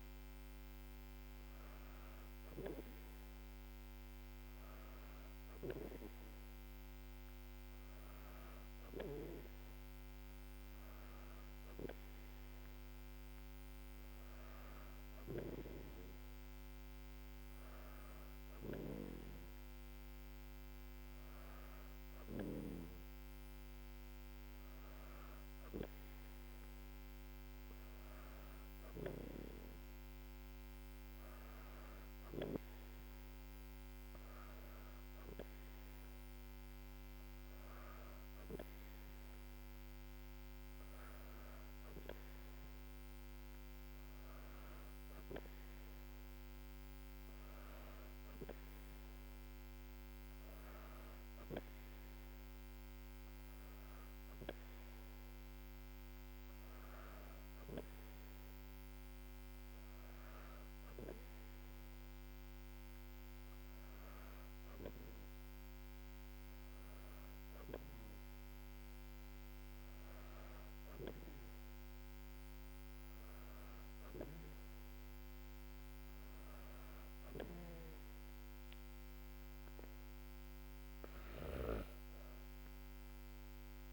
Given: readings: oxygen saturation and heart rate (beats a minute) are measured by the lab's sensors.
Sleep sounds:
breathing in sleep by a microphone on the trachea; none
none scored
From the record:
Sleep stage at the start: N2 (light sleep); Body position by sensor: on the back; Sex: female

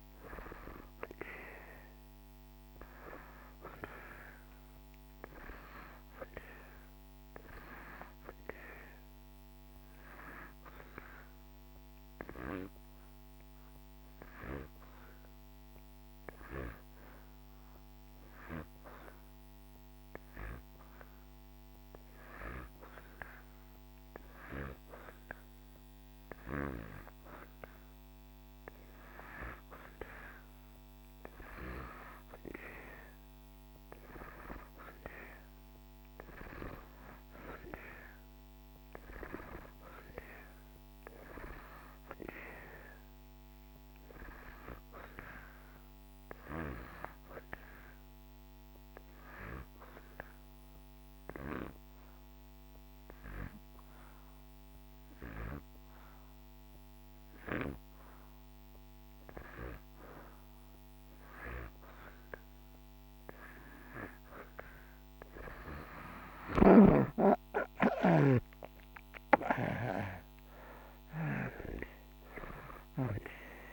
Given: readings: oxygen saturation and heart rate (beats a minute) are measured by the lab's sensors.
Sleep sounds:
breathing in sleep by a microphone on the trachea; 2
4.50-20.50 s: oxygen desaturation (device-marked, oxygen 92% before, 86% lowest)
12.50-27.00 s: hypopnea (oxygen 92% before, 86% lowest)
29.50-34.00 s: arousal
36.50-61.50 s: oxygen desaturation (device-marked, oxygen 92% before, 87% lowest)
48.00-61.00 s: hypopnea (oxygen 92% before, 84% lowest)
63.00-68.50 s: arousal
From the record:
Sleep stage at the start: N2 (light sleep); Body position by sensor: on the back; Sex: male

